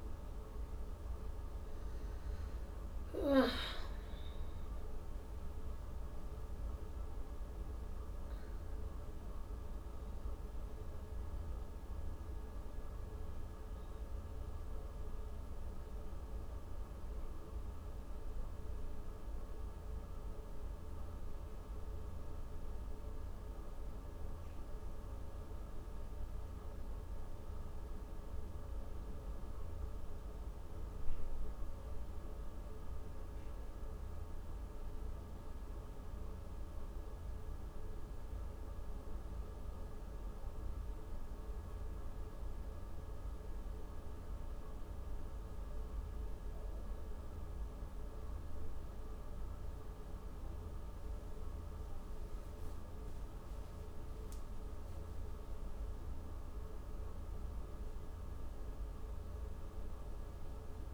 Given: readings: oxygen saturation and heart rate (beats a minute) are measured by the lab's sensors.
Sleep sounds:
breathing in sleep, hard to hear, by a room microphone; none
none scored
From the record:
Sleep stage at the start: N1 (lightest sleep); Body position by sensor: on the back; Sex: female

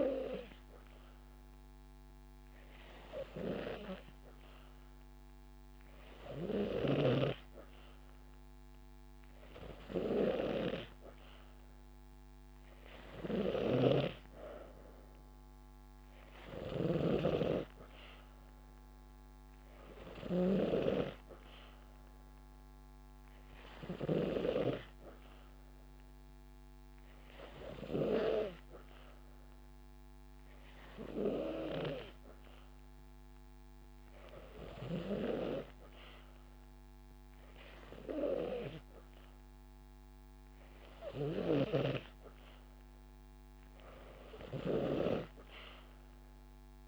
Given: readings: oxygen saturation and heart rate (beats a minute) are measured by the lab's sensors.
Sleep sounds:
breathing in sleep by a microphone on the trachea; none
3.00-12.00 s: drop in pulse transit time (device-marked)
17.00-19.00 s: long interval between heartbeats (device-marked)
24.00-32.00 s: drop in pulse transit time (device-marked)
30.00-32.00 s: long interval between heartbeats (device-marked)
44.50-46.50 s: long interval between heartbeats (device-marked)
From the record:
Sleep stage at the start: N2 (light sleep); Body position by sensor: on the back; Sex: female

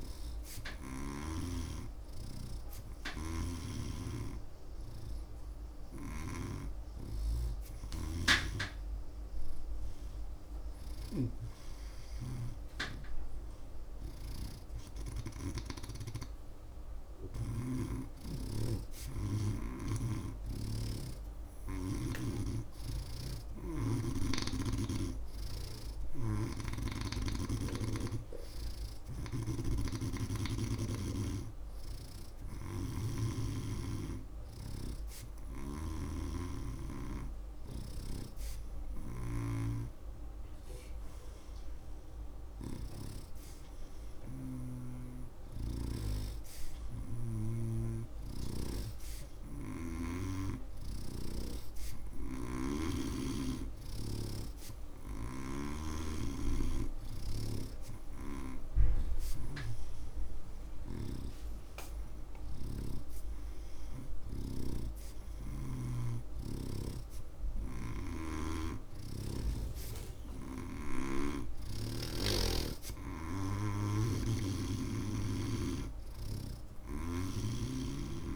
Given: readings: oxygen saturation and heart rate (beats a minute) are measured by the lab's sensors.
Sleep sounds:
breathing in sleep by a room microphone; none
0.00-1.50 s: snoring (device-marked)
0.00-8.00 s: oxygen desaturation (device-marked, oxygen 86% lowest)
6.00-15.50 s: snoring (device-marked)
20.00-24.00 s: snoring (device-marked)
21.00-42.00 s: oxygen desaturation (device-marked, oxygen 92% before, 86% lowest)
26.00-46.00 s: snoring (device-marked)
48.00-51.50 s: snoring (device-marked)
59.00-78.36 s: new sleep stage, awake
62.50-66.00 s: snoring (device-marked)
From the record:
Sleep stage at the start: N2 (light sleep); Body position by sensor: on the right side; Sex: male

